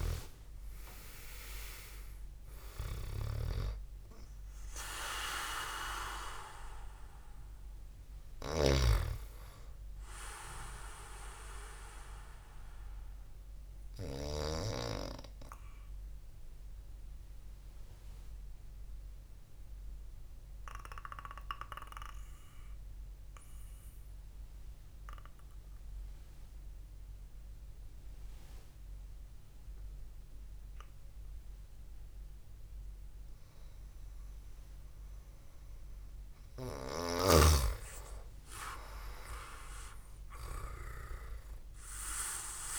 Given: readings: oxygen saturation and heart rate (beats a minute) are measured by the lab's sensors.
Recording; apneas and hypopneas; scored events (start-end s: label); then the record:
breathing in sleep by a room microphone; 1
15.00-34.50 s: central apnea (oxygen 97% before, 92% lowest, heart rate 64 before, 56 extreme, up 9 after)
18.00-25.00 s: oxygen desaturation (device-marked, oxygen 95% before, 92% lowest, heart rate 65 before, 56 extreme)
38.00-42.00 s: arousal
From the record:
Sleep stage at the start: N2 (light sleep); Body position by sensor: on the back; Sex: male